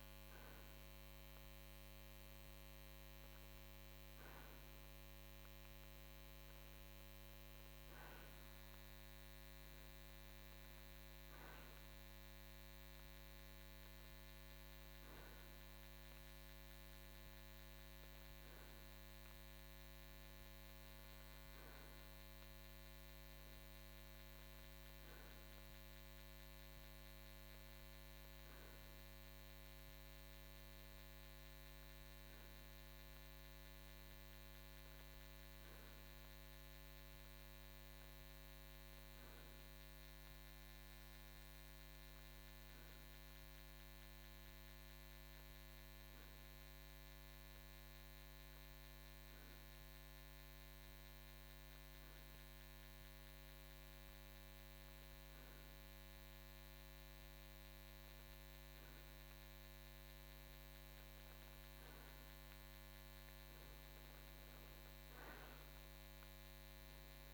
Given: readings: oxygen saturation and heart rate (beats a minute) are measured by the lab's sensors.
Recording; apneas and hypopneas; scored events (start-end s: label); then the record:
breathing in sleep, hard to hear, by a microphone on the trachea; none
none scored
From the record:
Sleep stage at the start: REM sleep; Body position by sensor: on the right side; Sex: male